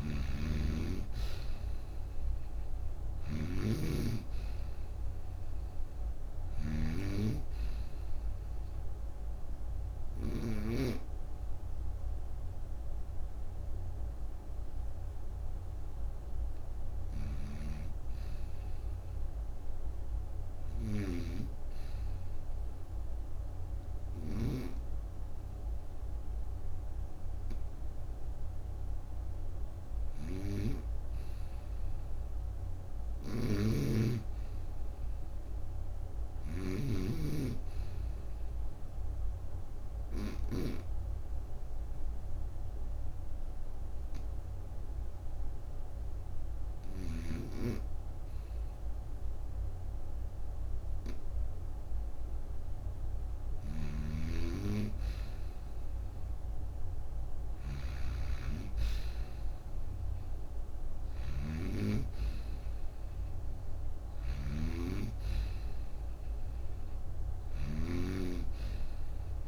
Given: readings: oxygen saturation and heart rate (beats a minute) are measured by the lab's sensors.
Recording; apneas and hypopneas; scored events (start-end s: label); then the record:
breathing in sleep by a room microphone; 2
0.00-10.50 s: snoring (device-marked)
0.00-20.50 s: oxygen desaturation (device-marked, oxygen 91% lowest)
8.00-18.50 s: obstructive apnea (oxygen 96% before, 88% lowest)
17.00-36.50 s: snoring (device-marked)
19.50-22.50 s: arousal
22.50-44.50 s: oxygen desaturation (device-marked, oxygen 93% before, 88% lowest, heart rate 43 before, 26 extreme)
39.50-52.50 s: obstructive apnea (oxygen 93% before, 93% lowest, heart rate 44 before, 44 extreme, up 16 after)
53.00-69.48 s: snoring (device-marked)
56.00-59.00 s: arousal
62.50-69.48 s: oxygen desaturation (device-marked, oxygen 97% before, 94% lowest, heart rate 55 before, 28 extreme)
From the record:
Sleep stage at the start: N2 (light sleep); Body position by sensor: on the right side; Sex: female